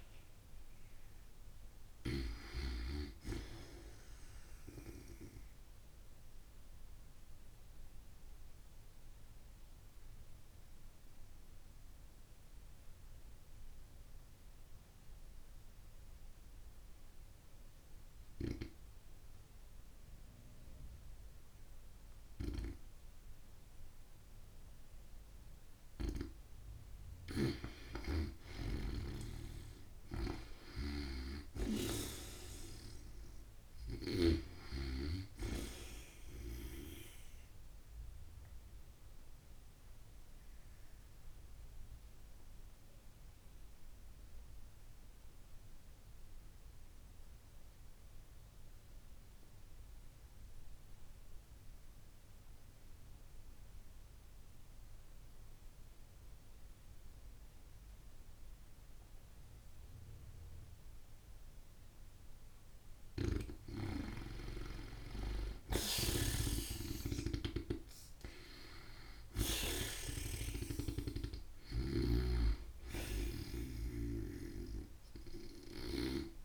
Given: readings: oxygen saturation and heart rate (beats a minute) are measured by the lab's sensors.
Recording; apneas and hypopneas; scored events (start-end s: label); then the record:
breathing in sleep by a room microphone; 2
0.00-7.50 s: oxygen desaturation (device-marked, oxygen 89% lowest)
5.00-25.00 s: obstructive apnea (oxygen 95% before, 88% lowest)
26.50-34.00 s: snoring (device-marked)
28.00-32.50 s: arousal
33.50-57.50 s: oxygen desaturation (device-marked, oxygen 95% before, 88% lowest)
38.00-62.00 s: obstructive apnea (oxygen 95% before, 88% lowest)
65.00-69.50 s: snoring (device-marked)
65.50-73.50 s: oxygen desaturation (device-marked, oxygen 94% before, 90% lowest)
67.00-71.50 s: arousal
From the record:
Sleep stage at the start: N2 (light sleep); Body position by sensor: on the back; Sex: female